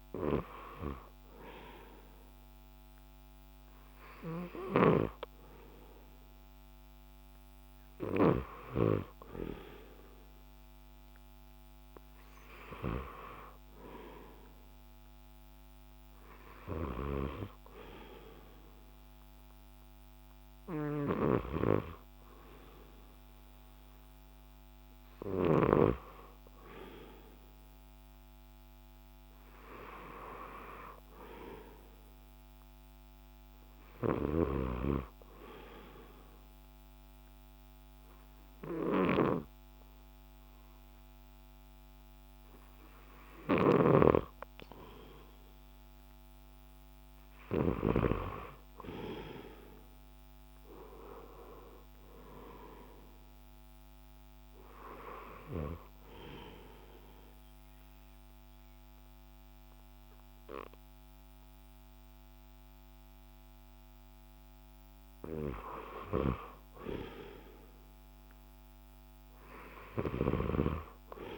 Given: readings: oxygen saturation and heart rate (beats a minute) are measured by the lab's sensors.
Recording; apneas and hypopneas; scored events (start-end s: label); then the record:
breathing in sleep by a microphone on the trachea; 2
5.00-9.50 s: arousal
31.00-34.00 s: arousal
34.50-48.50 s: snoring (device-marked)
35.50-46.00 s: obstructive apnea (oxygen 90% before, 85% lowest, heart rate 72 before, 67 extreme, up 9 after)
47.50-51.50 s: arousal
50.00-61.00 s: drop in pulse transit time (device-marked, heart rate 71 before, 71 extreme)
56.50-66.50 s: mixed apnea (oxygen 90% before, 85% lowest, heart rate 72 before, 67 extreme, up 2 after)
57.00-71.38 s: oxygen desaturation (device-marked, oxygen 90% before, 85% lowest, heart rate 72 before, 67 extreme)
67.50-70.50 s: arousal
From the record:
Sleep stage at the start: N2 (light sleep); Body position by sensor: on the left side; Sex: male